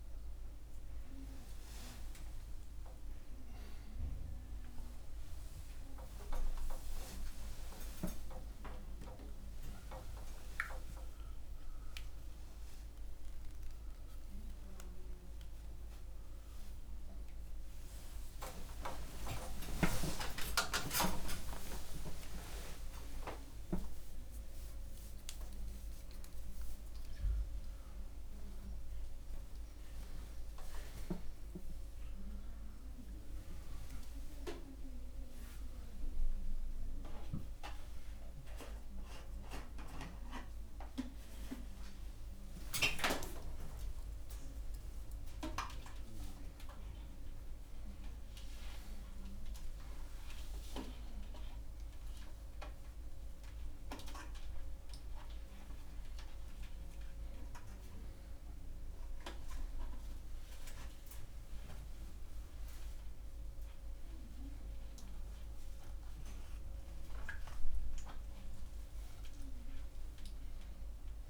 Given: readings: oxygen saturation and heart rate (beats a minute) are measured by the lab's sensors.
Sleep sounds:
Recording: a person awake in a sleep study, by a room microphone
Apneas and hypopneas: none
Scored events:
none scored
From the record:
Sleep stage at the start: awake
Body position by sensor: on the back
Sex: male

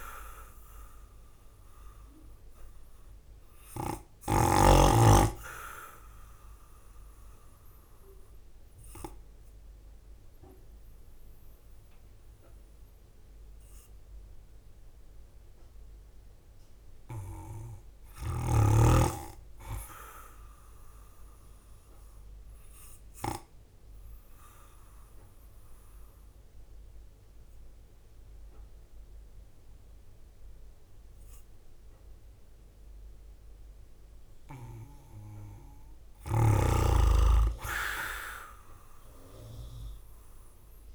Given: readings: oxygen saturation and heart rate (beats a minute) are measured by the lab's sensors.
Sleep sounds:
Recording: breathing in sleep by a room microphone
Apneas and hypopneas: 1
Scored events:
0.00-1.50 s: arousal
0.00-4.50 s: snoring (device-marked)
5.00-14.00 s: drop in pulse transit time (device-marked, heart rate 53 before, 51 extreme)
5.00-19.00 s: oxygen desaturation (device-marked, oxygen 97% before, 93% lowest, heart rate 53 before, 50 extreme)
20.50-33.00 s: obstructive apnea (oxygen 97% before, 92% lowest, heart rate 53 before, 48 extreme, up 6 after)
28.00-40.95 s: oxygen desaturation (device-marked, oxygen 98% before, 94% lowest, heart rate 53 before, 48 extreme)
37.00-40.95 s: arousal
From the record:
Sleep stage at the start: N2 (light sleep)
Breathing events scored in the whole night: 244 in 3.6 hours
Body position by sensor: on the right side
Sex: male

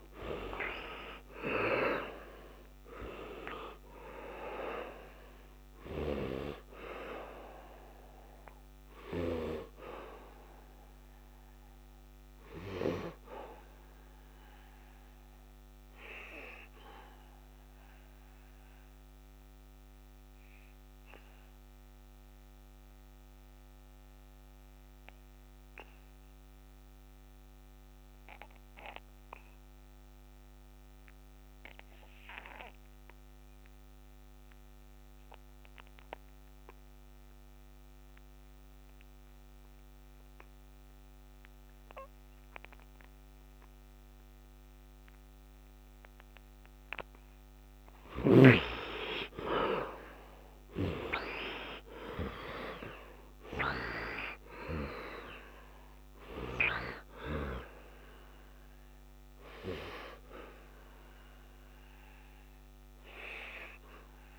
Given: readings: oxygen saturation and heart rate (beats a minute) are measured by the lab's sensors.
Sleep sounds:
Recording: breathing in sleep by a microphone on the trachea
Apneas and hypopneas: 1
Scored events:
0.00-2.50 s: arousal
0.00-27.50 s: oxygen desaturation (device-marked, oxygen 72% lowest, heart rate 68 extreme)
7.00-47.50 s: obstructive apnea (oxygen 99% before, 69% lowest, heart rate 77 before, 63 extreme, up 11 after)
33.50-64.39 s: oxygen desaturation (device-marked, oxygen 100% before, 69% lowest, heart rate 71 before, 63 extreme)
49.00-53.00 s: arousal
From the record:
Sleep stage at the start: N2 (light sleep)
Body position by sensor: on the back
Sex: male

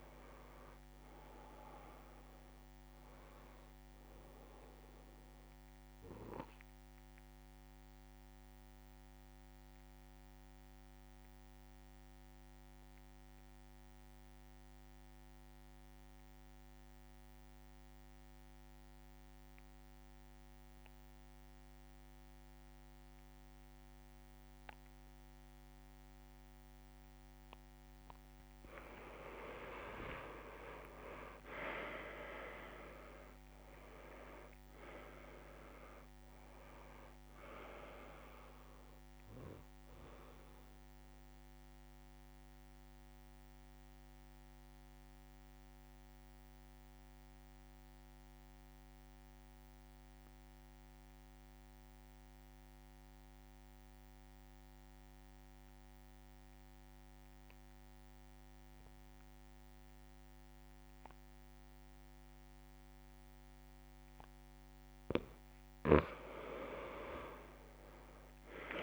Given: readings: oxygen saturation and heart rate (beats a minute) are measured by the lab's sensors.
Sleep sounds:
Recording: breathing in sleep by a microphone on the trachea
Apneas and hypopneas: 2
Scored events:
0.00-1.50 s: long interval between heartbeats (device-marked, heart rate 43 extreme)
0.00-16.00 s: oxygen desaturation (device-marked, oxygen 90% lowest)
5.00-27.50 s: obstructive apnea (oxygen 96% before, 87% lowest)
13.50-15.50 s: long interval between heartbeats (device-marked)
20.00-22.00 s: long interval between heartbeats (device-marked)
24.00-26.00 s: long interval between heartbeats (device-marked)
27.00-57.00 s: oxygen desaturation (device-marked, oxygen 98% before, 88% lowest)
29.50-35.00 s: arousal
41.50-64.00 s: mixed apnea (oxygen 98% before, 87% lowest)
64.00-68.83 s: oxygen desaturation (device-marked, oxygen 99% before, 87% lowest)
66.50-68.83 s: arousal
From the record:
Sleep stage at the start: N2 (light sleep)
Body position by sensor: on the back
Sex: male

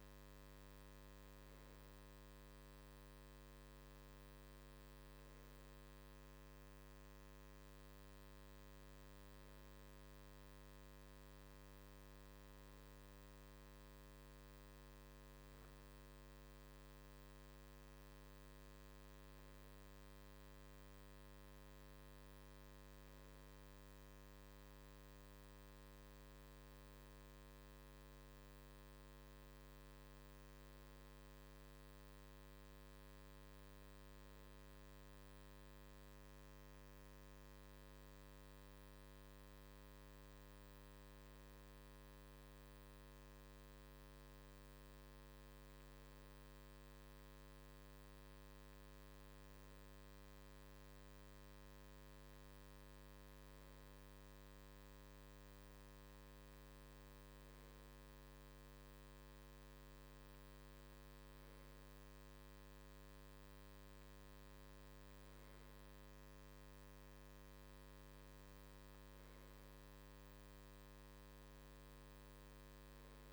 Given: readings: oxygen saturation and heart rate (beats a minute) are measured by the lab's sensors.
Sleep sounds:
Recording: breathing in sleep, hard to hear, by a microphone on the trachea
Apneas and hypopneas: none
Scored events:
1.50-7.00 s: arousal
From the record:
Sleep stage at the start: N2 (light sleep)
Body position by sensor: on the right side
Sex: male

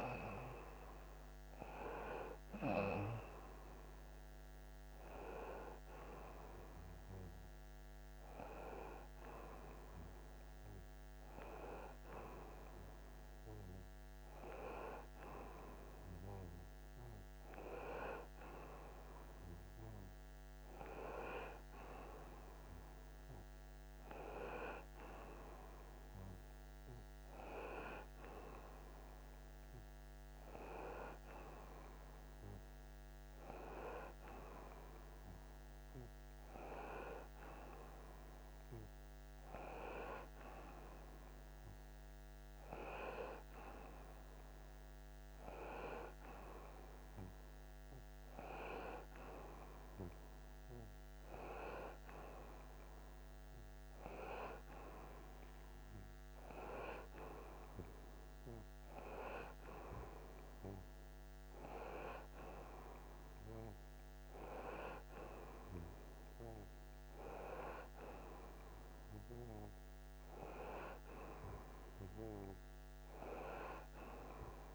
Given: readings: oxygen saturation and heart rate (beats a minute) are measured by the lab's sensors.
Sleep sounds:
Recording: breathing in sleep by a microphone on the trachea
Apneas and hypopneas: none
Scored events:
none scored
From the record:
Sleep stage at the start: N1 (lightest sleep)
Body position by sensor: on the front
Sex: male

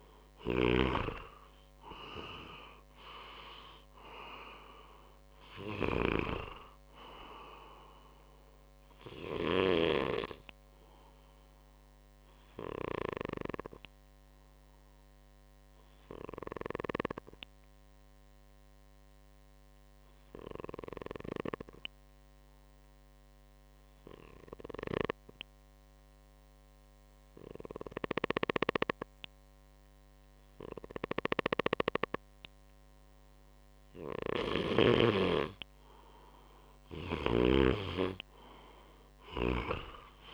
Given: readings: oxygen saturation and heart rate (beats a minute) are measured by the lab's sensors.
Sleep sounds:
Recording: breathing in sleep by a microphone on the trachea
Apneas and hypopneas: 1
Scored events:
0.00-1.50 s: arousal
1.00-21.00 s: oxygen desaturation (device-marked, oxygen 97% before, 93% lowest, heart rate 62 before, 59 extreme)
11.50-32.50 s: obstructive apnea (oxygen 98% before, 93% lowest, heart rate 64 before, 58 extreme, up 4 after)
35.00-40.34 s: oxygen desaturation (device-marked, oxygen 98% before, 94% lowest, heart rate 61 before, 58 extreme)
38.50-40.34 s: arousal
From the record:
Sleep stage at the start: N2 (light sleep)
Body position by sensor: on the right side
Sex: male

